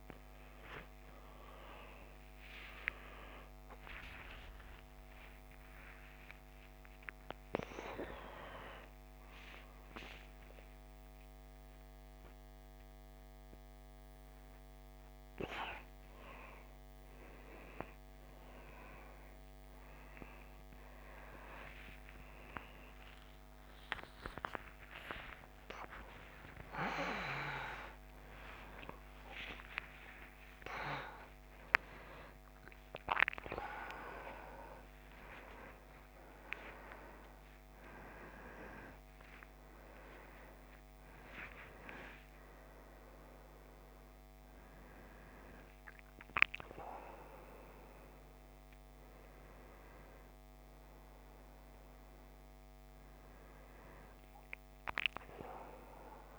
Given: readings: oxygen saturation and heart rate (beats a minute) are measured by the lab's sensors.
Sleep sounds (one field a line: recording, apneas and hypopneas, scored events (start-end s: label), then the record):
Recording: a person awake in a sleep study, by a microphone on the trachea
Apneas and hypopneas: none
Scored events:
9.00-17.00 s: oxygen desaturation (device-marked, oxygen 96% before, 93% lowest, heart rate 67 before, 26 extreme)
From the record:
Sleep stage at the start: awake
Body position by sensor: on the back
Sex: male